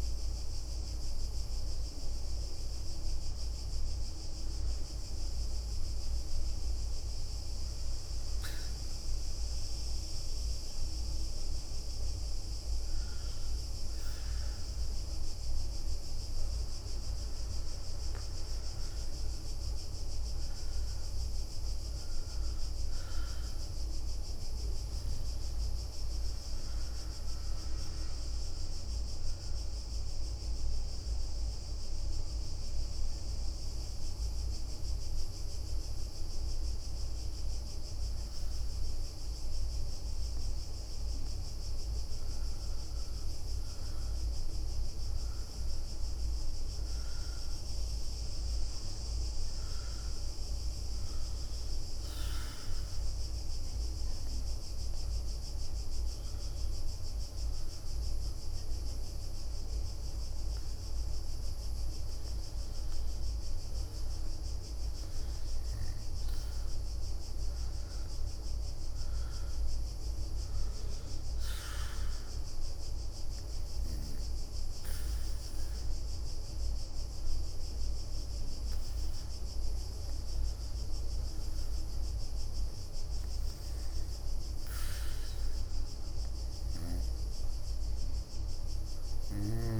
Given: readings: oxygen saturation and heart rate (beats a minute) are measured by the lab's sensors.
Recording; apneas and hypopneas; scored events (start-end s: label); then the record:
breathing in sleep, hard to hear, by a room microphone; 4
4.50-18.00 s: hypopnea (oxygen 99% before, 93% lowest, heart rate 88 before, 65 extreme, up 4 after)
17.50-37.50 s: oxygen desaturation (device-marked, oxygen 98% before, 95% lowest, heart rate 67 before, 64 extreme)
20.50-23.50 s: arousal
29.00-42.50 s: obstructive apnea (oxygen 99% before, 93% lowest, heart rate 67 before, 64 extreme, up 7 after)
45.00-48.50 s: arousal
49.50-63.50 s: oxygen desaturation (device-marked, oxygen 97% before, 93% lowest, heart rate 67 before, 64 extreme)
52.50-62.50 s: obstructive apnea (oxygen 97% before, 93% lowest, heart rate 68 before, 64 extreme, up 6 after)
54.00-60.50 s: leg movement (device-marked)
65.00-68.50 s: arousal
72.50-83.00 s: obstructive apnea (oxygen 97% before, 92% lowest, heart rate 67 before, 63 extreme, up 2 after)
73.00-81.00 s: leg movement (device-marked)
From the record:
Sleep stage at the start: N2 (light sleep); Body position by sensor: on the back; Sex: female